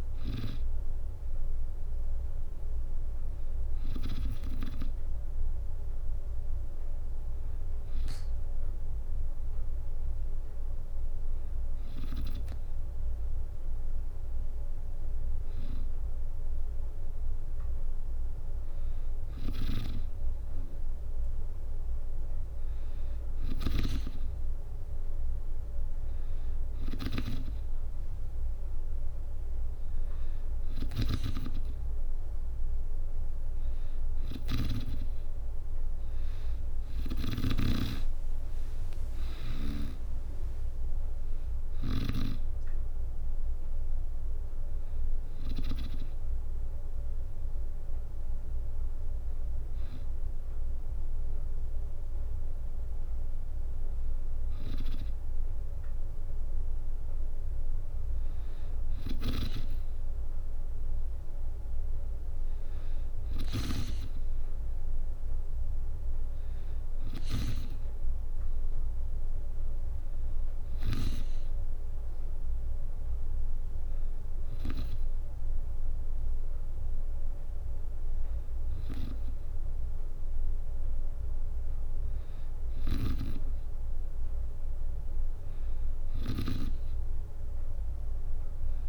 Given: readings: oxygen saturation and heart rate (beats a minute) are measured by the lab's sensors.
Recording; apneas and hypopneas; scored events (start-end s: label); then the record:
breathing in sleep by a room microphone; none
35.50-38.50 s: arousal
37.00-52.00 s: drop in pulse transit time (device-marked, heart rate 65 before, 64 extreme)
58.50-70.50 s: snoring (device-marked)
85.50-88.89 s: snoring (device-marked)
From the record:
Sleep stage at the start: N2 (light sleep); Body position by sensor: on the back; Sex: female